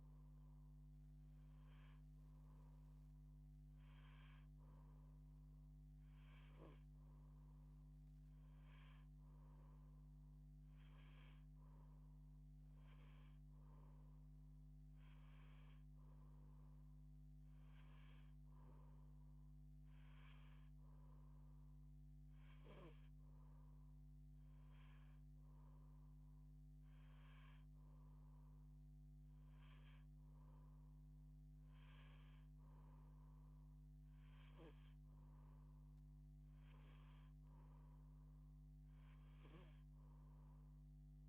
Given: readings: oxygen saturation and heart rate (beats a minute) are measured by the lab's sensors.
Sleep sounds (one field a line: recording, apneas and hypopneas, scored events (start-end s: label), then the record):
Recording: breathing in sleep, hard to hear, by a microphone on the trachea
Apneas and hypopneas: none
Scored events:
24.50-30.00 s: arousal
From the record:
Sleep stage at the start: N1 (lightest sleep)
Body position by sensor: on the back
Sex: female